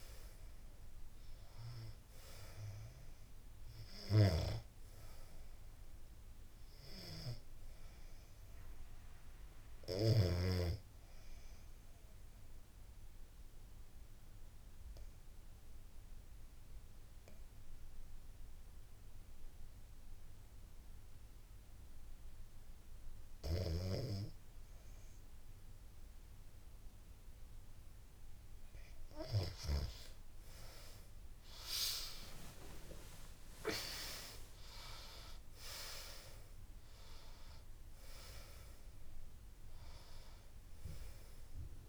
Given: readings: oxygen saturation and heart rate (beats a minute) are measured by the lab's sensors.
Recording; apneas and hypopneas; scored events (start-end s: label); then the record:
breathing in sleep by a room microphone; 1
10.50-27.00 s: obstructive apnea (oxygen 97% before, 88% lowest, heart rate 78 before, 70 extreme, up 21 after)
24.00-40.00 s: oxygen desaturation (device-marked, oxygen 96% before, 89% lowest, heart rate 74 before, 72 extreme)
29.00-33.50 s: arousal
From the record:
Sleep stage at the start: N2 (light sleep); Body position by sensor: on the back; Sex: female